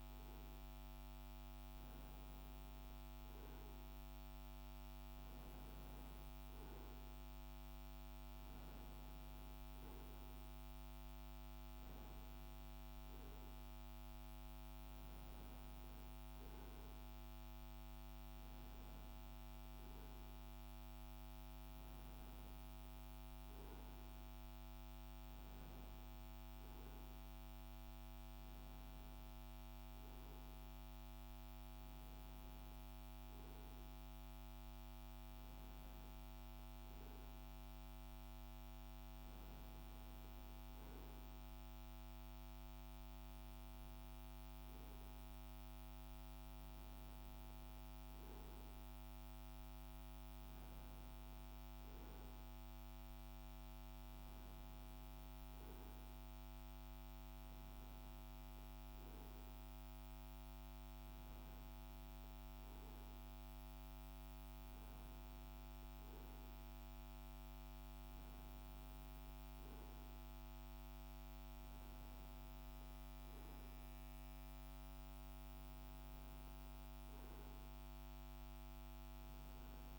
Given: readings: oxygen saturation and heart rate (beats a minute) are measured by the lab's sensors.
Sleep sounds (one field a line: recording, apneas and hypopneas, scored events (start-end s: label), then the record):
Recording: breathing in sleep, hard to hear, by a microphone on the trachea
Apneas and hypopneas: none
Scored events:
none scored
From the record:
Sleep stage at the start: N2 (light sleep)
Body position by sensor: on the right side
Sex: male